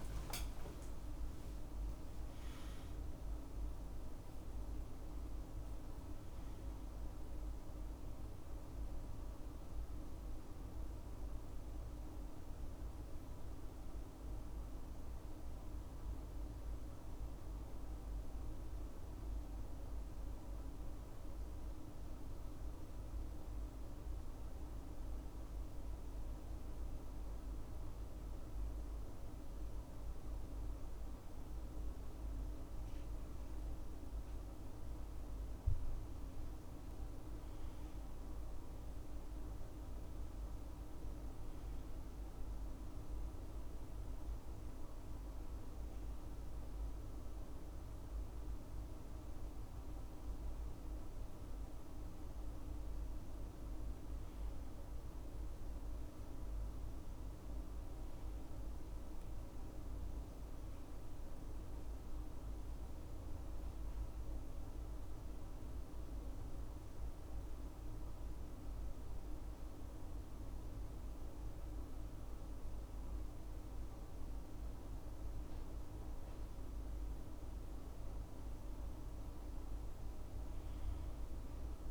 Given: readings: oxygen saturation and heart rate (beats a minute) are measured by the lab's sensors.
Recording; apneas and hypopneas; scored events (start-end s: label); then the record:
breathing in sleep, hard to hear, by a room microphone; 3
14.00-33.00 s: mixed apnea (oxygen 99% before, 93% lowest, heart rate 86 before, 72 extreme, up 3 after)
26.50-42.50 s: oxygen desaturation (device-marked, oxygen 97% before, 93% lowest, heart rate 79 before, 72 extreme)
35.00-38.50 s: arousal
42.50-53.00 s: obstructive apnea (oxygen 98% before, 92% lowest, heart rate 74 before, 72 extreme, up 3 after)
55.00-57.50 s: arousal
61.50-74.00 s: hypopnea (oxygen 95% before, 92% lowest, heart rate 74 before, 70 extreme, up 3 after)
75.00-79.50 s: arousal
From the record:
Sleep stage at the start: N1 (lightest sleep); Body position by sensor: on the back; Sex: male